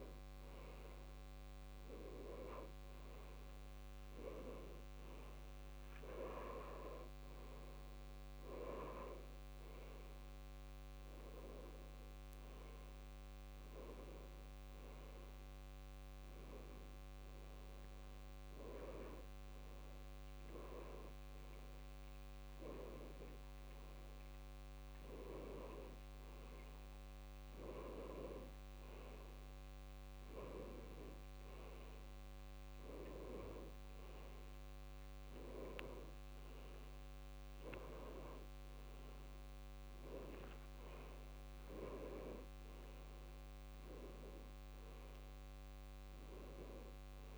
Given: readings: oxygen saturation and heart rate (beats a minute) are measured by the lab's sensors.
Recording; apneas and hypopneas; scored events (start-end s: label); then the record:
a person awake in a sleep study, by a microphone on the trachea; none
2.50-4.50 s: long interval between heartbeats (device-marked, heart rate 103 before, 119 extreme)
From the record:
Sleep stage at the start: awake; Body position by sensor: upright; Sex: male